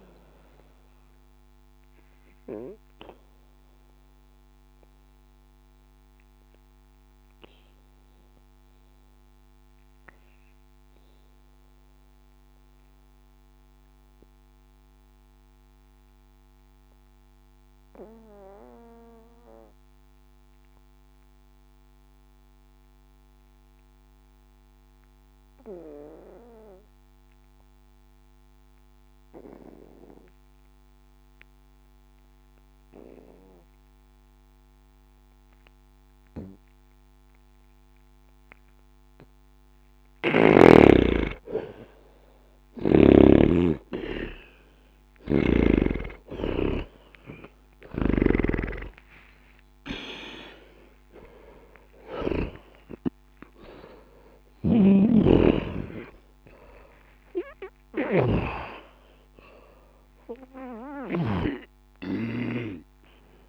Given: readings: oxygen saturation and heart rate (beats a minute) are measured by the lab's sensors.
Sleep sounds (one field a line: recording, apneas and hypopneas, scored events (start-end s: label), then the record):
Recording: breathing in sleep by a microphone on the trachea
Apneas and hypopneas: 1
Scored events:
0.00-20.50 s: oxygen desaturation (device-marked, oxygen 77% lowest, heart rate 61 extreme)
1.00-40.00 s: obstructive apnea (oxygen 97% before, 77% lowest, heart rate 108 before, 61 extreme, up 0 after)
38.50-63.49 s: oxygen desaturation (device-marked, oxygen 99% before, 79% lowest, heart rate 62 before, 60 extreme)
45.50-51.00 s: arousal
From the record:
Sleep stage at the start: N2 (light sleep)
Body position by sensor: on the back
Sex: male